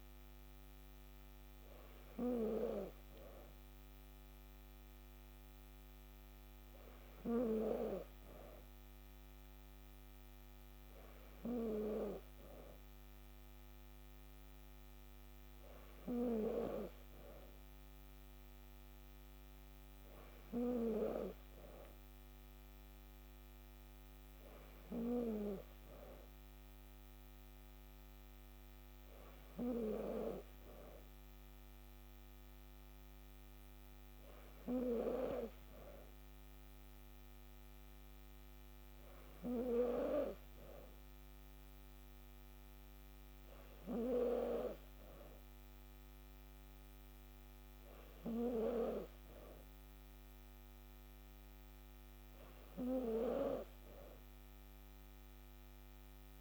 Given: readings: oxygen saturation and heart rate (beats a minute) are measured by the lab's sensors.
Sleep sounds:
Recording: breathing in sleep by a microphone on the trachea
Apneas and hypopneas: none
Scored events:
none scored
From the record:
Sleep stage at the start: N3 (deep sleep)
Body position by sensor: on the back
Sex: female

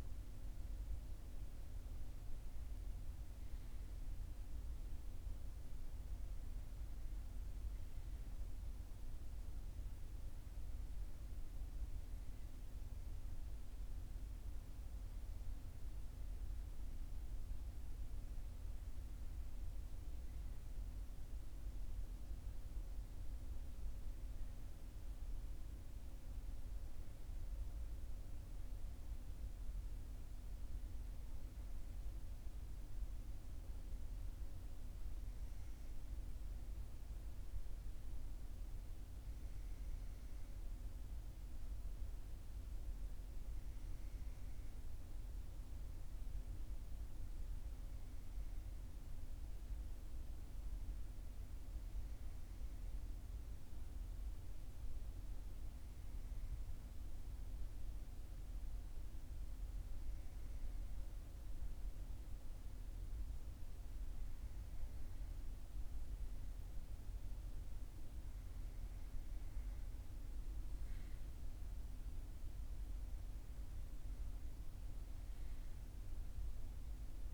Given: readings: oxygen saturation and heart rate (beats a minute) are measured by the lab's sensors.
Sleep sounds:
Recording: breathing in sleep, hard to hear, by a room microphone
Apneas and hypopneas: none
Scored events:
none scored
From the record:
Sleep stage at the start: N1 (lightest sleep)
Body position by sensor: on the right side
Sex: male

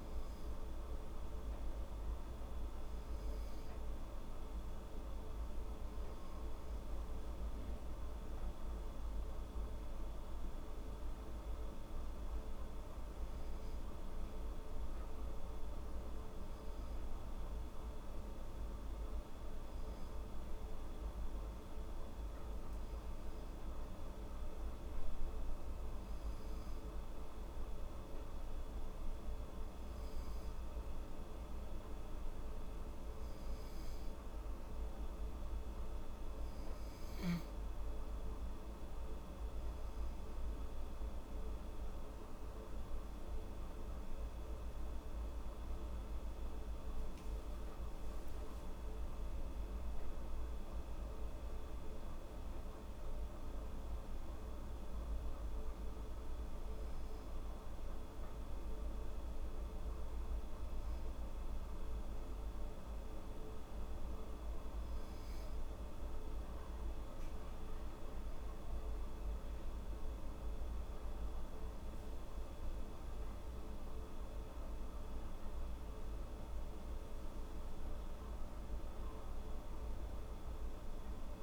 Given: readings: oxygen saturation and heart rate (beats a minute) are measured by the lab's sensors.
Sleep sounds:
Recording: breathing in sleep, hard to hear, by a room microphone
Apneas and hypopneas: 2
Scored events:
22.00-35.50 s: hypopnea (oxygen 96% before, 94% lowest, heart rate 79 before, 74 extreme, up 2 after)
45.00-48.50 s: arousal
53.00-66.00 s: hypopnea (oxygen 96% before, 94% lowest, heart rate 76 before, 73 extreme, up 5 after)
73.00-77.00 s: arousal
From the record:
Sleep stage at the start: N2 (light sleep)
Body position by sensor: on the back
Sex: female

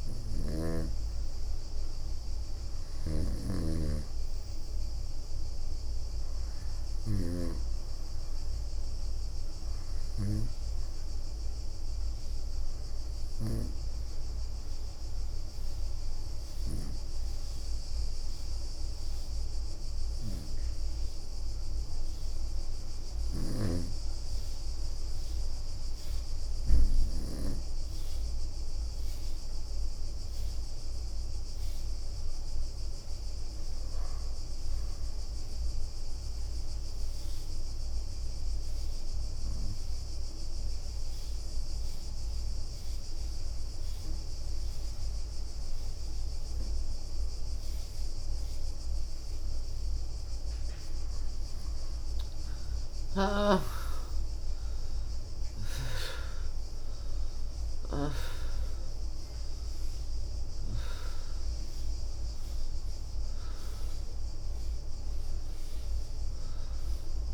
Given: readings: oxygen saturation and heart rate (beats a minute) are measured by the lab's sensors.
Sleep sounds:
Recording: breathing in sleep by a room microphone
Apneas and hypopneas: 1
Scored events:
0.00-1.00 s: leg movement (device-marked)
0.00-2.00 s: arousal
2.00-4.00 s: leg movement (device-marked)
2.50-7.00 s: snoring (device-marked)
5.50-8.00 s: leg movement (device-marked)
9.00-10.50 s: leg movement (device-marked)
21.00-23.00 s: leg movement (device-marked)
23.00-27.00 s: snoring (device-marked)
30.00-33.00 s: arousal
32.50-35.00 s: leg movement (device-marked)
35.50-49.50 s: obstructive apnea (oxygen 97% before, 89% lowest, heart rate 66 before, 71 extreme, up 8 after)
39.00-47.00 s: leg movement (device-marked)
52.50-59.00 s: leg movement (device-marked)
53.00-56.50 s: arousal
57.00-67.34 s: oxygen desaturation (device-marked, oxygen 95% before, 89% lowest, heart rate 72 before, 62 extreme)
59.00-63.50 s: leg movement (device-marked)
From the record:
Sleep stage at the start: N2 (light sleep)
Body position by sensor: on the right side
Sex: female

